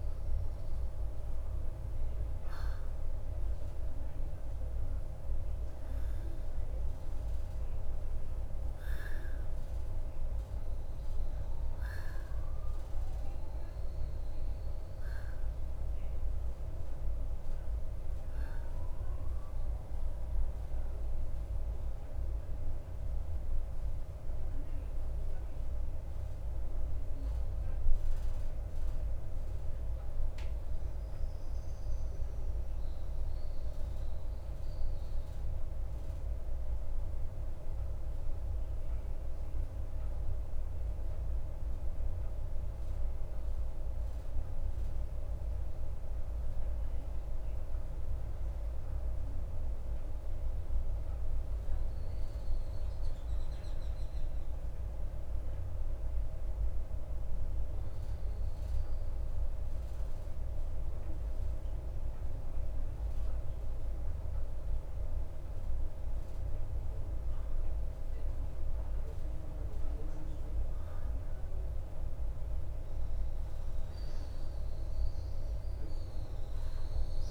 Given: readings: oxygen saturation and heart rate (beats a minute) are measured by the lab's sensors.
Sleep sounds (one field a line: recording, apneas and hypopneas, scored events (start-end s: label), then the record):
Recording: breathing in sleep, hard to hear, by a room microphone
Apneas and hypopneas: 1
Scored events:
0.00-15.00 s: oxygen desaturation (device-marked, oxygen 97% before, 94% lowest, heart rate 52 before, 53 extreme)
18.00-66.50 s: obstructive apnea (oxygen 98% before, 91% lowest, heart rate 54 before, 47 extreme, up 2 after)
22.00-48.00 s: oxygen desaturation (device-marked, oxygen 95% before, 91% lowest, heart rate 54 before, 47 extreme)
71.00-76.00 s: arousal
From the record:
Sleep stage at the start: N2 (light sleep)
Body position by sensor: on the back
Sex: male